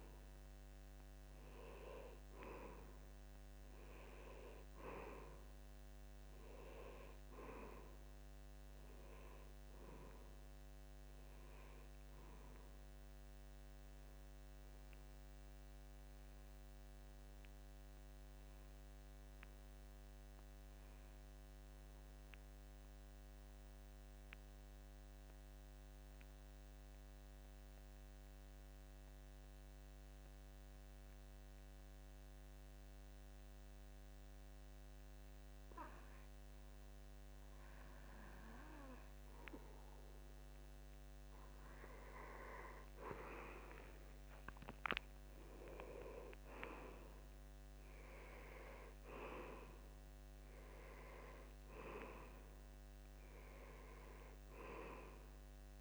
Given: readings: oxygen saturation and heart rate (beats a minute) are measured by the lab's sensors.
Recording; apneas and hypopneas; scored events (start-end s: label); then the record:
breathing in sleep by a microphone on the trachea; 1
0.00-7.00 s: oxygen desaturation (device-marked, oxygen 91% lowest, heart rate 73 extreme)
17.00-20.00 s: arousal
22.50-40.50 s: obstructive apnea (oxygen 95% before, 85% lowest, heart rate 75 before, 73 extreme, up 6 after)
34.00-55.81 s: oxygen desaturation (device-marked, oxygen 95% before, 85% lowest, heart rate 73 before, 72 extreme)
43.50-47.50 s: arousal
From the record:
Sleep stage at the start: N2 (light sleep); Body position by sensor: on the back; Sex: male